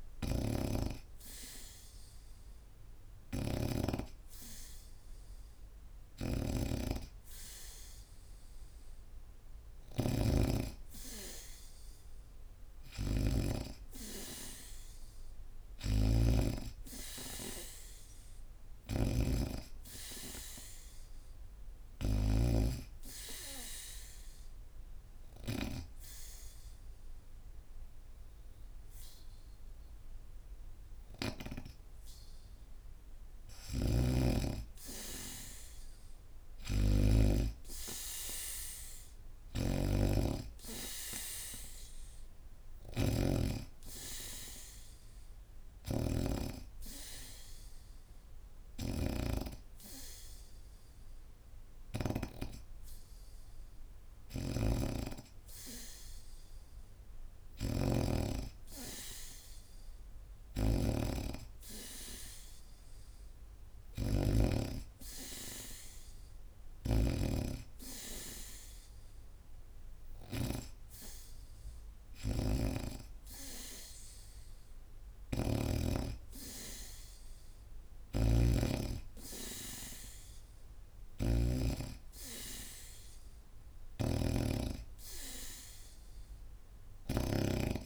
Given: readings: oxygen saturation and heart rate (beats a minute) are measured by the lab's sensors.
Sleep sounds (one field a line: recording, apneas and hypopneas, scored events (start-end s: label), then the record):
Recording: breathing in sleep by a room microphone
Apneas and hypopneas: 2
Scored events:
0.00-8.00 s: oxygen desaturation (device-marked, oxygen 87% lowest, heart rate 72 extreme)
0.00-22.00 s: snoring (device-marked)
14.50-17.50 s: arousal
22.00-33.00 s: obstructive apnea (oxygen 95% before, 86% lowest, heart rate 75 before, 71 extreme, up 0 after)
33.00-37.00 s: snoring (device-marked)
35.50-38.00 s: arousal
39.00-52.00 s: snoring (device-marked)
42.00-58.00 s: oxygen desaturation (device-marked, oxygen 94% before, 86% lowest, heart rate 75 before, 72 extreme)
43.50-54.50 s: hypopnea (oxygen 95% before, 86% lowest, heart rate 75 before, 72 extreme, up 0 after)
54.00-70.00 s: snoring (device-marked)
56.50-60.00 s: arousal
63.00-77.00 s: oxygen desaturation (device-marked, oxygen 96% before, 91% lowest, heart rate 75 before, 74 extreme)
72.00-75.50 s: snoring (device-marked)
77.50-87.86 s: snoring (device-marked)
86.50-87.86 s: arousal
From the record:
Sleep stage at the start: N2 (light sleep)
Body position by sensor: on the back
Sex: female